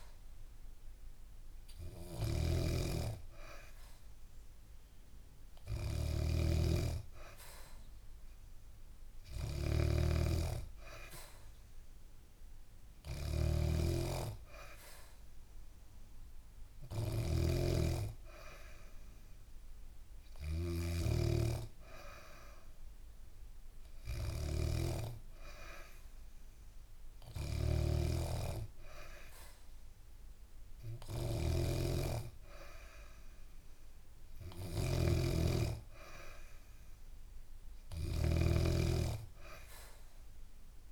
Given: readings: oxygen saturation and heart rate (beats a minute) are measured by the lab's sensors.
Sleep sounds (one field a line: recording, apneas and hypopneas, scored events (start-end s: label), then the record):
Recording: breathing in sleep by a room microphone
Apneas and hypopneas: none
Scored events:
0.00-40.92 s: snoring (device-marked)
From the record:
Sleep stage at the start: N3 (deep sleep)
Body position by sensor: on the back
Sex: female